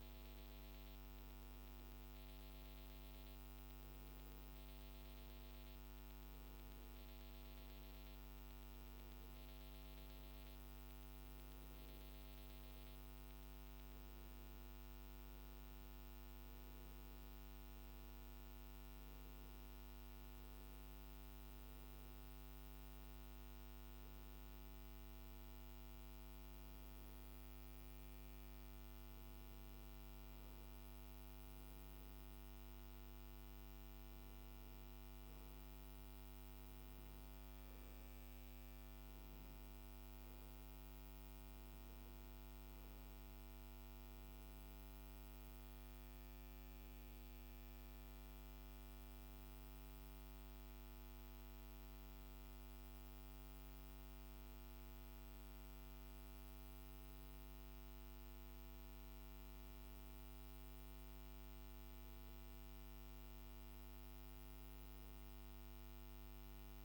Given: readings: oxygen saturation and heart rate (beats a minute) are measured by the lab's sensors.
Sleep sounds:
a person awake in a sleep study, hard to hear, by a microphone on the trachea; none
none scored
From the record:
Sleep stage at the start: awake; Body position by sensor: on the back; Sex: male

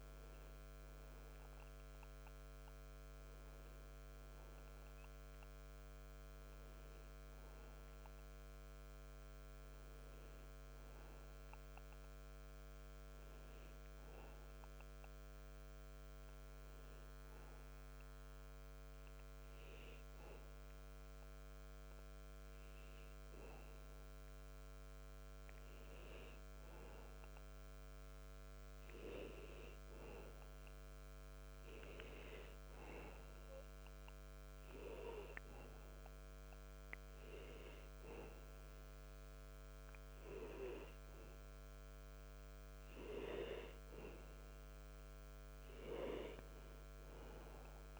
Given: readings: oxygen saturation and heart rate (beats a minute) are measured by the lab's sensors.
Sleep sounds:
breathing in sleep by a microphone on the trachea; 1
29.00-32.00 s: arousal
33.50-43.50 s: hypopnea (oxygen 96% before, 92% lowest, heart rate 77 before, 85 extreme, up 7 after)
47.00-48.00 s: arousal
From the record:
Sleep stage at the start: N2 (light sleep); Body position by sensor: on the back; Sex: male

